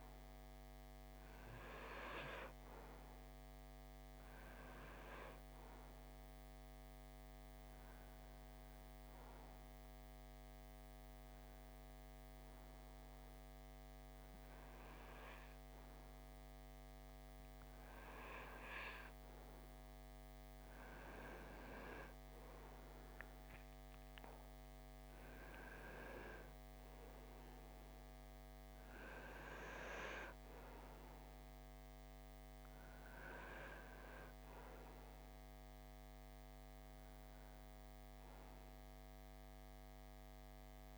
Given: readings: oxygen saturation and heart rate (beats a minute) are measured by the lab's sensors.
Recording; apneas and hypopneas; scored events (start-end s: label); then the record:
breathing in sleep by a microphone on the trachea; 1
7.50-19.50 s: hypopnea (oxygen 97% before, 90% lowest, heart rate 64 before, 57 extreme, up 12 after)
22.00-26.00 s: arousal
31.50-40.98 s: oxygen desaturation (device-marked, oxygen 94% before, 90% lowest, heart rate 63 before, 53 extreme)
From the record:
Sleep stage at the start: REM sleep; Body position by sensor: on the right side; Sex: male